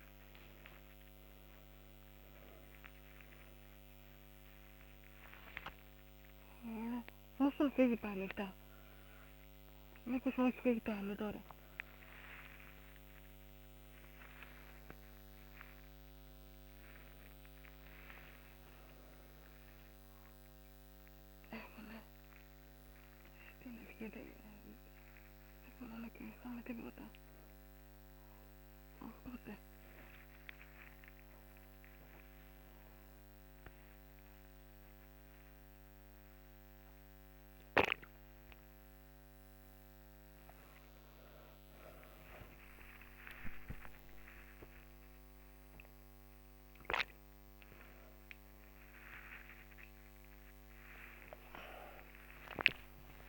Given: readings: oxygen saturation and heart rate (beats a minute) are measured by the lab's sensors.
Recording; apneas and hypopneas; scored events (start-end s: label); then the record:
a person awake in a sleep study, by a microphone on the trachea; none
none scored
From the record:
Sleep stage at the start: awake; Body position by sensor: on the right side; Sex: female